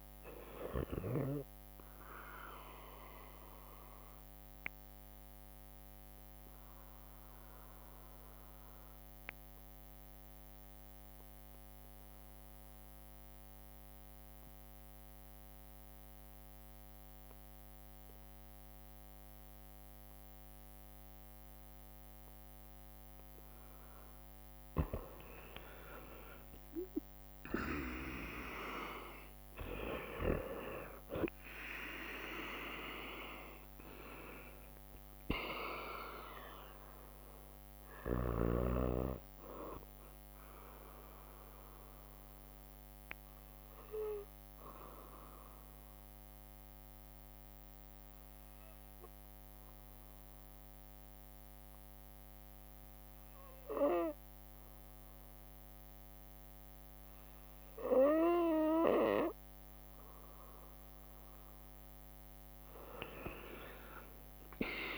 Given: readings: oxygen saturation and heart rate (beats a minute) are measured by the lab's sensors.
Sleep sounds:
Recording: breathing in sleep by a microphone on the trachea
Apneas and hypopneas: 2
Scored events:
0.00-4.50 s: drop in pulse transit time (device-marked, heart rate 59 extreme)
0.00-16.50 s: oxygen desaturation (device-marked, oxygen 93% lowest, heart rate 56 extreme)
2.00-22.00 s: obstructive apnea (oxygen 98% before, 92% lowest, heart rate 60 before, 56 extreme, up 5 after)
3.50-23.50 s: bradycardia (device-marked, heart rate 62 before, 56 extreme)
24.50-28.00 s: arousal
26.50-40.50 s: drop in pulse transit time (device-marked, heart rate 58 before, 60 extreme)
39.50-53.50 s: bradycardia (device-marked, heart rate 62 before, 55 extreme)
41.00-60.50 s: obstructive apnea (oxygen 97% before, 92% lowest, heart rate 61 before, 55 extreme, up 2 after)
57.50-63.50 s: bradycardia (device-marked, heart rate 61 before, 58 extreme)
63.50-64.98 s: drop in pulse transit time (device-marked, heart rate 58 before, 58 extreme)
From the record:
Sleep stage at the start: N2 (light sleep)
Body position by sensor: on the right side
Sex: female

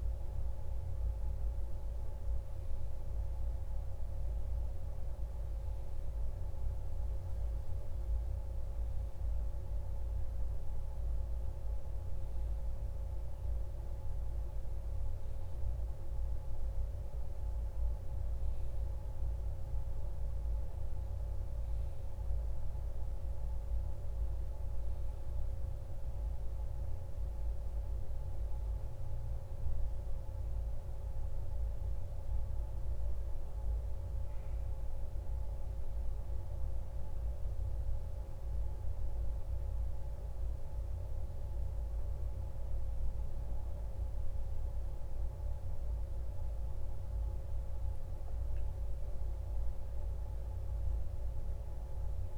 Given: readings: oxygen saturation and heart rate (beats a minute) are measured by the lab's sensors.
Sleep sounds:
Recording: breathing in sleep, hard to hear, by a room microphone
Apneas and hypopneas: none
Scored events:
none scored
From the record:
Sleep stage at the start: N1 (lightest sleep)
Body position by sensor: on the back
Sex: male

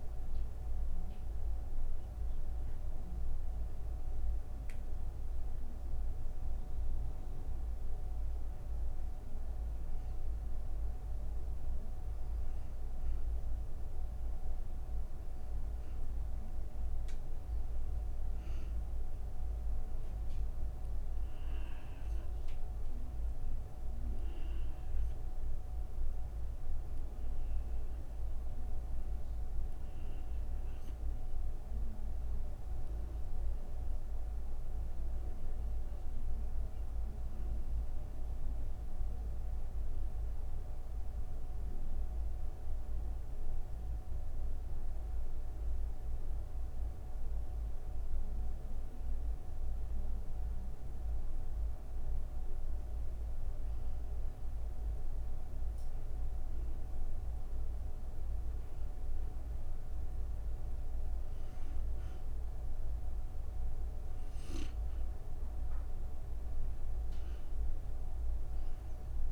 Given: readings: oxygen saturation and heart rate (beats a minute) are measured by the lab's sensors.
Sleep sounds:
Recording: breathing in sleep, hard to hear, by a room microphone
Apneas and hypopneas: 2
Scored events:
1.00-12.50 s: obstructive apnea (oxygen 94% before, 89% lowest, heart rate 57 before, 29 extreme, up 1 after)
28.00-60.00 s: oxygen desaturation (device-marked, oxygen 96% before, 89% lowest, heart rate 58 before, 29 extreme)
41.50-58.50 s: hypopnea (oxygen 96% before, 89% lowest, heart rate 50 before, 47 extreme, up 19 after)
From the record:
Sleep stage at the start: N1 (lightest sleep)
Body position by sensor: on the back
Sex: female

